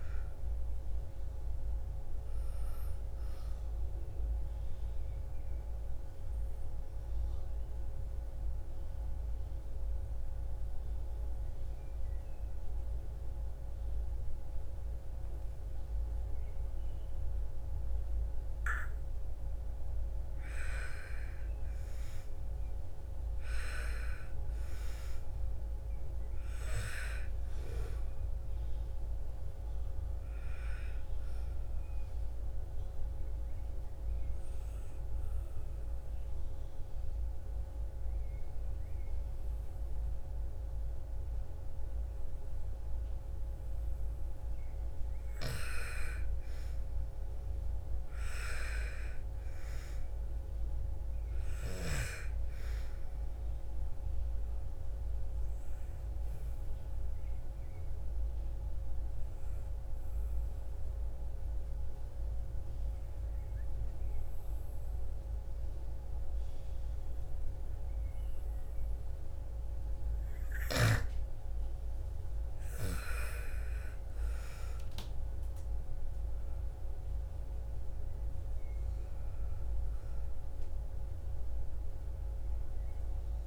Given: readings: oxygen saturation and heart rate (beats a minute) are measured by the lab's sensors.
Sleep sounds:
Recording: breathing in sleep by a room microphone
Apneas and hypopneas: 3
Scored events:
0.50-12.50 s: oxygen desaturation (device-marked, oxygen 97% before, 91% lowest, heart rate 60 before, 54 extreme)
3.00-19.00 s: obstructive apnea (oxygen 97% before, 88% lowest, heart rate 60 before, 54 extreme, up 9 after)
21.50-25.50 s: arousal
21.50-38.50 s: oxygen desaturation (device-marked, oxygen 97% before, 88% lowest, heart rate 58 before, 55 extreme)
31.50-43.50 s: obstructive apnea (oxygen 97% before, 87% lowest, heart rate 58 before, 52 extreme, up 6 after)
45.00-49.50 s: arousal
52.50-64.50 s: oxygen desaturation (device-marked, oxygen 97% before, 91% lowest, heart rate 59 before, 52 extreme)
54.00-70.00 s: obstructive apnea (oxygen 97% before, 87% lowest, heart rate 59 before, 52 extreme, up 8 after)
70.50-83.47 s: oxygen desaturation (device-marked, oxygen 97% before, 87% lowest, heart rate 58 before, 55 extreme)
71.00-75.00 s: arousal
From the record:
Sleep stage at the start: N2 (light sleep)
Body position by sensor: on the back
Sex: female

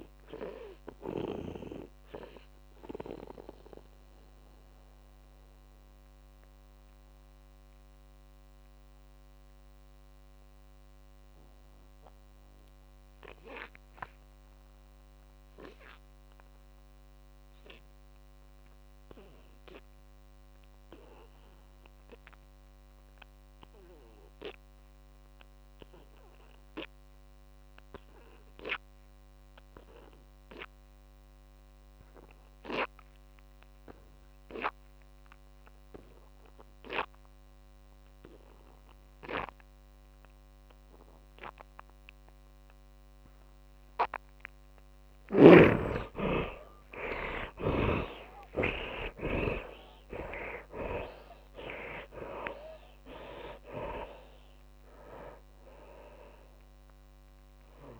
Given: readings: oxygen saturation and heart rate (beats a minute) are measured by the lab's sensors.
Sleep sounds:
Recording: breathing in sleep by a microphone on the trachea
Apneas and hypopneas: 1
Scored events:
0.00-18.50 s: oxygen desaturation (device-marked, oxygen 77% lowest)
3.50-44.00 s: hypopnea (oxygen 100% before, 74% lowest)
23.50-58.00 s: oxygen desaturation (device-marked, oxygen 100% before, 74% lowest)
48.00-52.50 s: arousal
From the record:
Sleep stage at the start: N2 (light sleep)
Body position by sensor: on the back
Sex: male

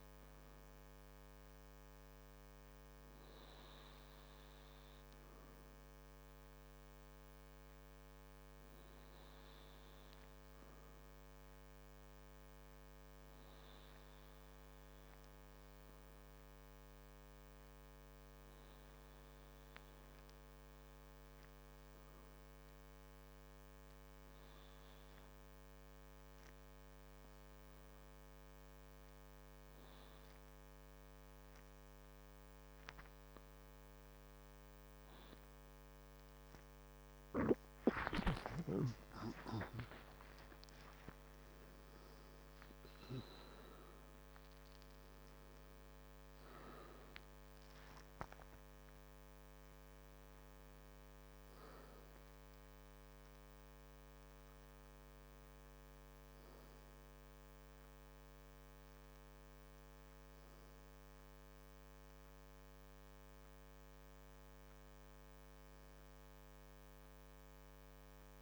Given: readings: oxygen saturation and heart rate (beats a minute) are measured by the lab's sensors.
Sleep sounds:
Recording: a person partly awake in a sleep study, hard to hear, by a microphone on the trachea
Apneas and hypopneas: 1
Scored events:
6.50-36.00 s: hypopnea (oxygen 96% before, 93% lowest, heart rate 49 before, 47 extreme, up 24 after)
29.00-59.00 s: new sleep stage, awake
59.00-68.42 s: new sleep stage, N2 (light sleep)
From the record:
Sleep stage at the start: N2 (light sleep)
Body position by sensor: on the back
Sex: male

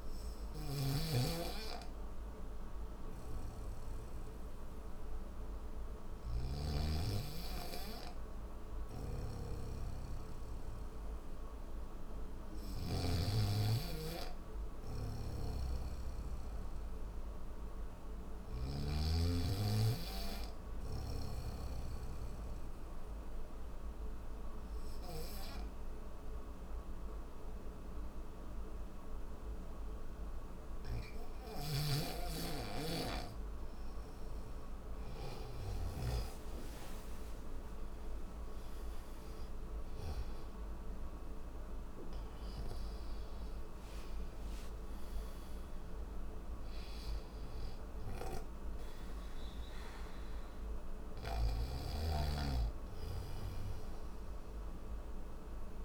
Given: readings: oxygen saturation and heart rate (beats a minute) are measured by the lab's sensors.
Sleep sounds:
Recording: breathing in sleep by a room microphone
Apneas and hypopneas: none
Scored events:
0.00-6.00 s: snoring (device-marked)
14.50-18.50 s: snoring (device-marked)
31.00-39.50 s: snoring (device-marked)
From the record:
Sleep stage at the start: N1 (lightest sleep)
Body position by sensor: on the back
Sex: male

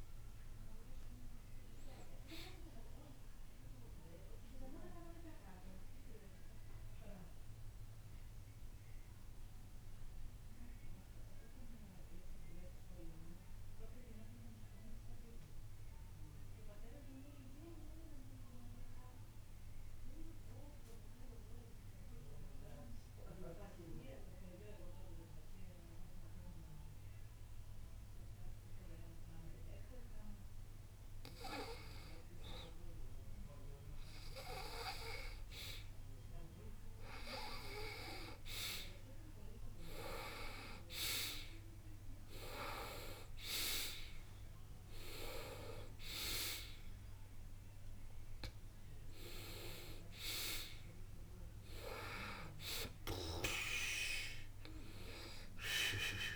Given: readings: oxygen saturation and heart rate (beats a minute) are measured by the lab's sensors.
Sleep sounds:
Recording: breathing in sleep by a room microphone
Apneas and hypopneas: 1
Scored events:
0.00-25.00 s: oxygen desaturation (device-marked, oxygen 85% lowest, heart rate 60 extreme)
6.00-32.00 s: mixed apnea (oxygen 97% before, 84% lowest, heart rate 61 before, 60 extreme, up 0 after)
34.00-37.50 s: arousal
43.00-56.36 s: oxygen desaturation (device-marked, oxygen 97% before, 84% lowest, heart rate 61 before, 60 extreme)
From the record:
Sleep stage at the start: N2 (light sleep)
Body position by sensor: on the back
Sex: male

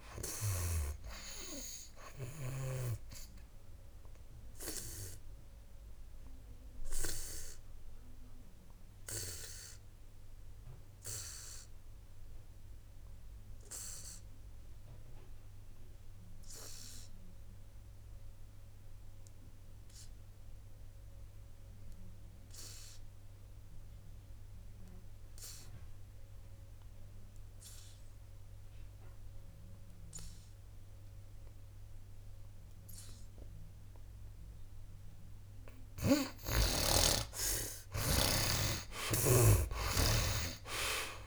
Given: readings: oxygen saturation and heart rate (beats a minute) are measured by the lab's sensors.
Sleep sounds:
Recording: breathing in sleep by a room microphone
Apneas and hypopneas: 1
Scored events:
0.00-3.00 s: snoring (device-marked)
0.00-28.50 s: oxygen desaturation (device-marked, oxygen 79% lowest, heart rate 61 extreme)
4.50-35.00 s: obstructive apnea (oxygen 98% before, 73% lowest, heart rate 68 before, 61 extreme, up 12 after)
36.50-40.00 s: snoring (device-marked)
38.50-41.00 s: arousal
From the record:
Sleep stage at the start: N2 (light sleep)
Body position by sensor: on the back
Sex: male

